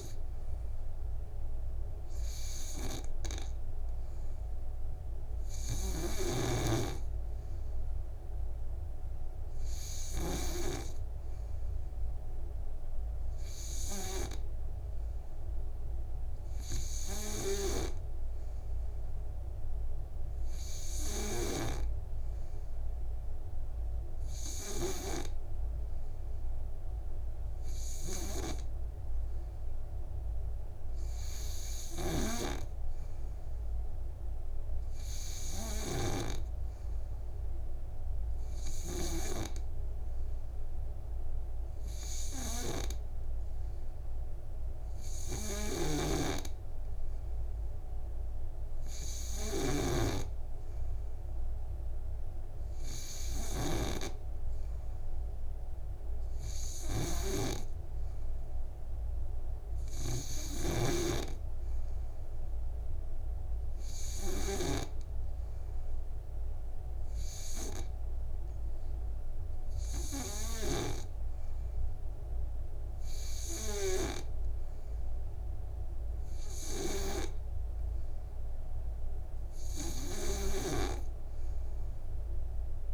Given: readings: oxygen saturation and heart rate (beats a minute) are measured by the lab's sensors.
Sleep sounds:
breathing in sleep by a room microphone; none
6.00-11.00 s: snoring (device-marked)
32.50-36.50 s: snoring (device-marked)
46.50-61.50 s: snoring (device-marked)
From the record:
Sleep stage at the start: N3 (deep sleep); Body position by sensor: on the back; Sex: male

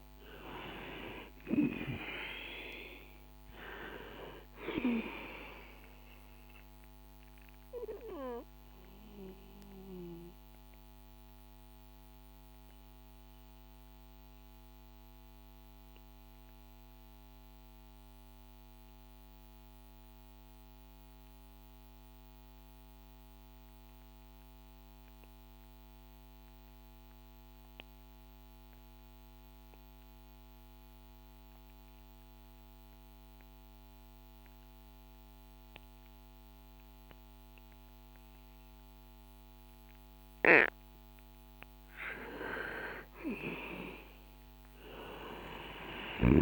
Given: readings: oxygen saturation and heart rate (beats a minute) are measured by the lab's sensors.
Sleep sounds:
breathing in sleep by a microphone on the trachea; 1
0.00-25.50 s: oxygen desaturation (device-marked, oxygen 90% lowest, heart rate 57 extreme)
8.50-39.50 s: obstructive apnea (oxygen 98% before, 89% lowest, heart rate 67 before, 57 extreme, up 6 after)
43.50-46.42 s: arousal
From the record:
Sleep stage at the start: N2 (light sleep); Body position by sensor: on the back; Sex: male

